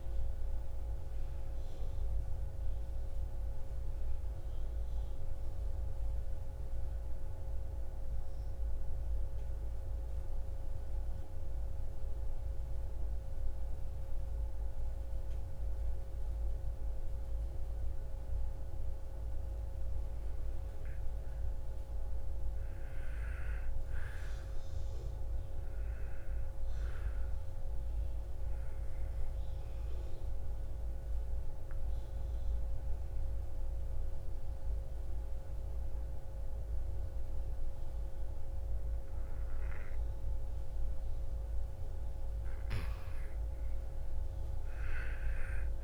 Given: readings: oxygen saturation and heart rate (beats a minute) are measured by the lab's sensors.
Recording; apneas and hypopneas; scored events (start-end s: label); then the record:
breathing in sleep, hard to hear, by a room microphone; 2
0.00-17.00 s: oxygen desaturation (device-marked, oxygen 91% lowest, heart rate 54 extreme)
10.00-20.00 s: obstructive apnea (oxygen 97% before, 90% lowest, heart rate 62 before, 54 extreme, up 9 after)
21.50-26.00 s: arousal
26.00-39.00 s: oxygen desaturation (device-marked, oxygen 98% before, 92% lowest, heart rate 58 before, 55 extreme)
30.50-41.50 s: obstructive apnea (oxygen 98% before, 90% lowest, heart rate 58 before, 55 extreme, up 7 after)
43.00-45.84 s: arousal
From the record:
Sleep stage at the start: N2 (light sleep); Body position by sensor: on the right side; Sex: female